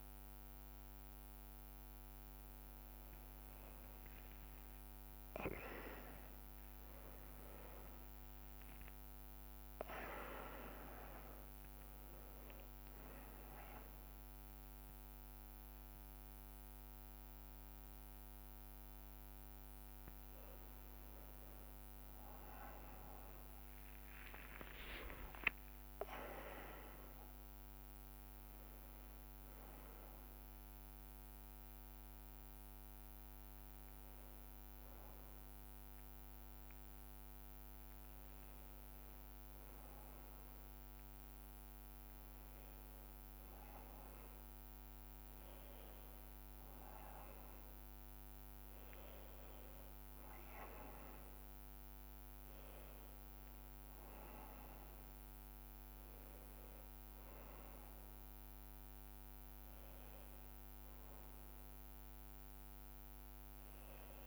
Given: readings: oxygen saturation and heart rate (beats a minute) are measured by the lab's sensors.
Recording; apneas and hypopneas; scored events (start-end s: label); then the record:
breathing in sleep by a microphone on the trachea; none
6.50-11.00 s: arousal
24.50-29.00 s: arousal
From the record:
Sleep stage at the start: N1 (lightest sleep); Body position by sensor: on the back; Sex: male